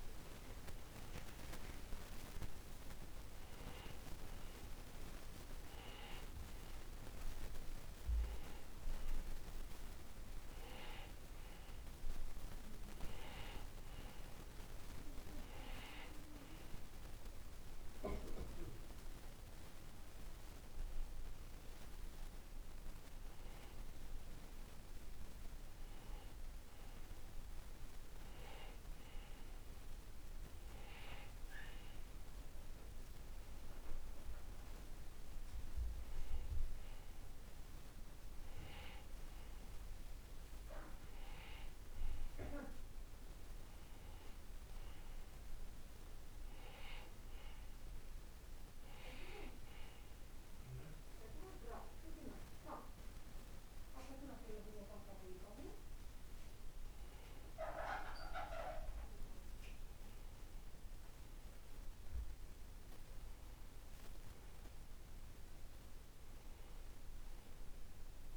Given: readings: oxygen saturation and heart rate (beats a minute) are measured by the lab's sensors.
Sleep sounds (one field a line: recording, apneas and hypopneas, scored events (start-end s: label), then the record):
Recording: breathing in sleep by a room microphone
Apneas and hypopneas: none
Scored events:
none scored
From the record:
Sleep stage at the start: N2 (light sleep)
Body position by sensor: on the back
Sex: male